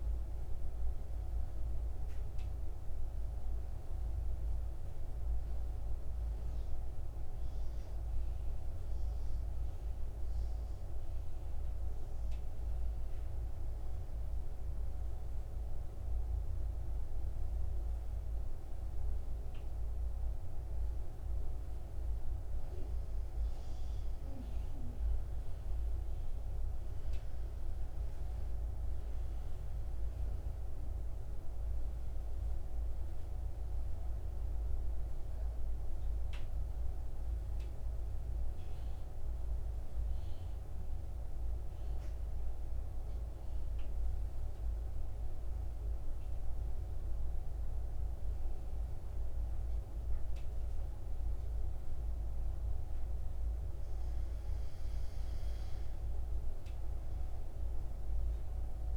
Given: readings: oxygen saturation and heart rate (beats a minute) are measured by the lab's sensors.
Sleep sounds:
breathing in sleep, hard to hear, by a room microphone; 2
8.00-22.00 s: obstructive apnea (oxygen 97% before, 92% lowest, heart rate 58 before, 55 extreme, up 6 after)
24.00-28.50 s: arousal
29.50-51.50 s: oxygen desaturation (device-marked, oxygen 97% before, 92% lowest, heart rate 57 before, 55 extreme)
41.50-53.50 s: mixed apnea (oxygen 97% before, 92% lowest, heart rate 59 before, 55 extreme, up 1 after)
56.00-58.97 s: arousal
From the record:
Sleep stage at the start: N2 (light sleep); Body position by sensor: on the back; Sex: male

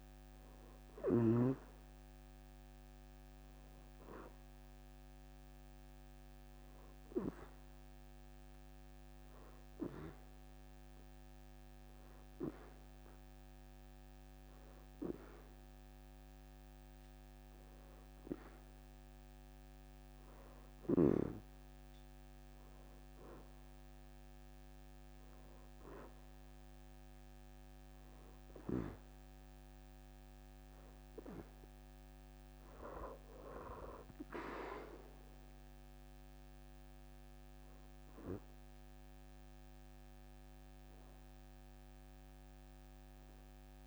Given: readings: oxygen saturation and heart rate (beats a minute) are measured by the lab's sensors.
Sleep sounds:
breathing in sleep by a microphone on the trachea; 1
0.00-1.50 s: arousal
2.00-18.00 s: oxygen desaturation (device-marked, oxygen 91% before, 87% lowest, heart rate 84 before, 78 extreme)
9.00-19.50 s: hypopnea (oxygen 91% before, 85% lowest, heart rate 84 before, 78 extreme, up 8 after)
21.50-26.00 s: arousal
28.00-40.00 s: oxygen desaturation (device-marked, oxygen 94% before, 88% lowest, heart rate 81 before, 76 extreme)
From the record:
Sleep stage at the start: N2 (light sleep); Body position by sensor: on the back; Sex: female

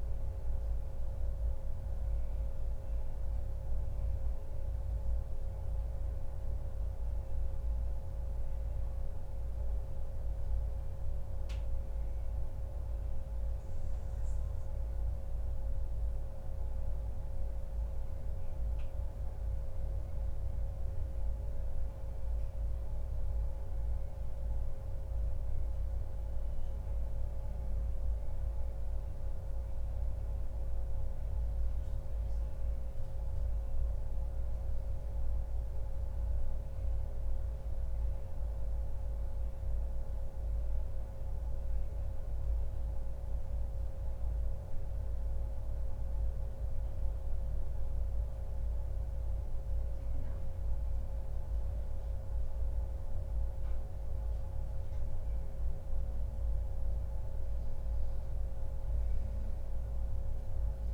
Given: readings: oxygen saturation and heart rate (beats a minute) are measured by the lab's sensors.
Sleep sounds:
breathing in sleep, hard to hear, by a room microphone; none
none scored
From the record:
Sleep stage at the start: N1 (lightest sleep); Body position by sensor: on the back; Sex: male

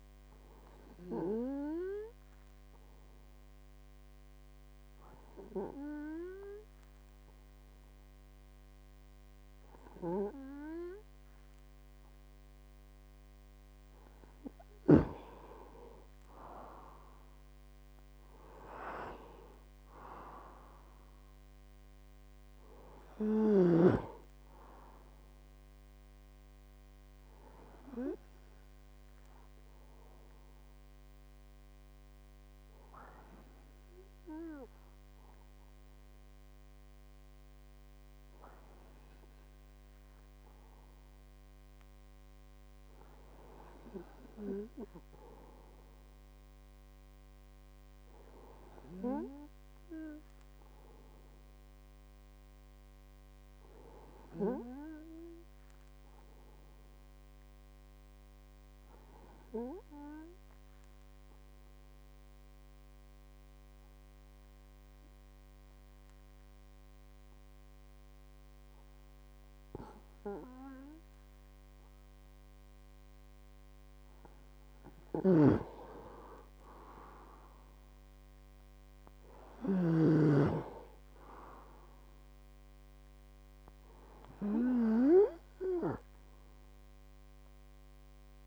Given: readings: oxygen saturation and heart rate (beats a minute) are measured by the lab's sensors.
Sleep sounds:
breathing in sleep by a microphone on the trachea; 2
21.50-25.50 s: arousal
29.00-40.50 s: hypopnea (oxygen 98% before, 94% lowest, heart rate 69 before, 51 extreme, up 0 after)
43.00-45.50 s: arousal
60.50-76.50 s: hypopnea (oxygen 99% before, 94% lowest, heart rate 59 before, 52 extreme, up 25 after)
75.00-80.00 s: snoring (device-marked)
77.00-80.00 s: arousal
From the record:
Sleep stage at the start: N2 (light sleep); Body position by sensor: on the right side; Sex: male

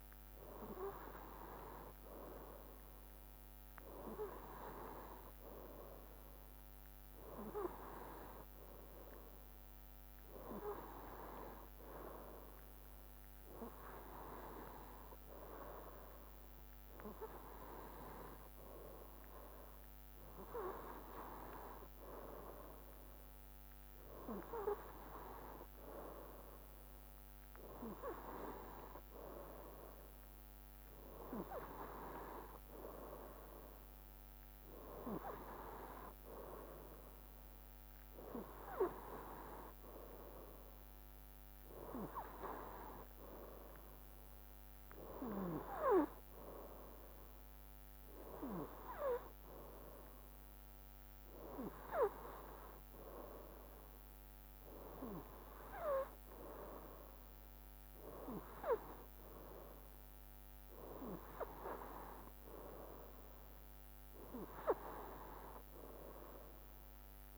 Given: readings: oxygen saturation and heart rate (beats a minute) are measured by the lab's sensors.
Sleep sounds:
breathing in sleep by a microphone on the trachea; none
none scored
From the record:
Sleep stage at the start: N2 (light sleep); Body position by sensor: on the right side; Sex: male

